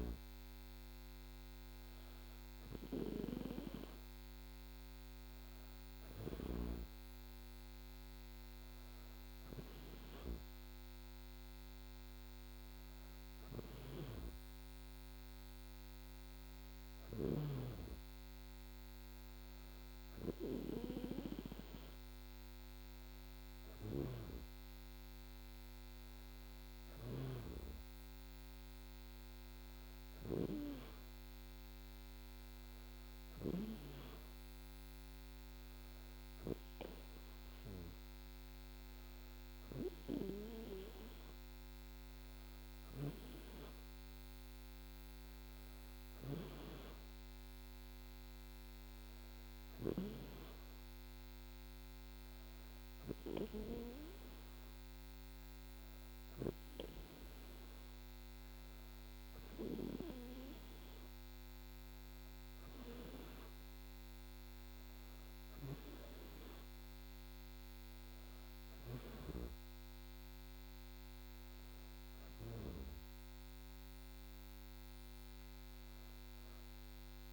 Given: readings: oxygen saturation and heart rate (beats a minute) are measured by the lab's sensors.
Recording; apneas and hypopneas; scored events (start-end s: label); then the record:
breathing in sleep by a microphone on the trachea; none
none scored
From the record:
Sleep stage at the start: N2 (light sleep); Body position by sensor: on the back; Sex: female